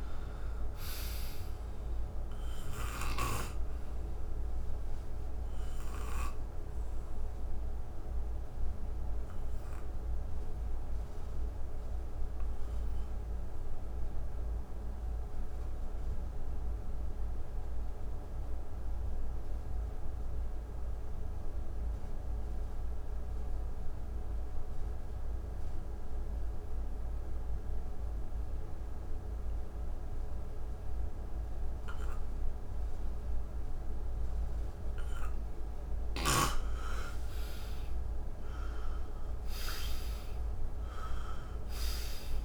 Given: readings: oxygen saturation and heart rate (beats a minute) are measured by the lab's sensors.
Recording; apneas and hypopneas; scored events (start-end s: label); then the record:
breathing in sleep, hard to hear, by a room microphone; 1
0.00-1.50 s: arousal
0.00-3.50 s: snoring (device-marked)
0.00-24.50 s: oxygen desaturation (device-marked, oxygen 82% lowest, heart rate 61 extreme)
5.00-35.00 s: obstructive apnea (oxygen 97% before, 81% lowest, heart rate 77 before, 59 extreme, up 9 after)
32.50-42.45 s: oxygen desaturation (device-marked, oxygen 98% before, 81% lowest, heart rate 63 before, 59 extreme)
36.00-40.00 s: arousal
From the record:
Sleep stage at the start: N2 (light sleep); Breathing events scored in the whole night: 366 in 5.9 hours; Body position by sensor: on the back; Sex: male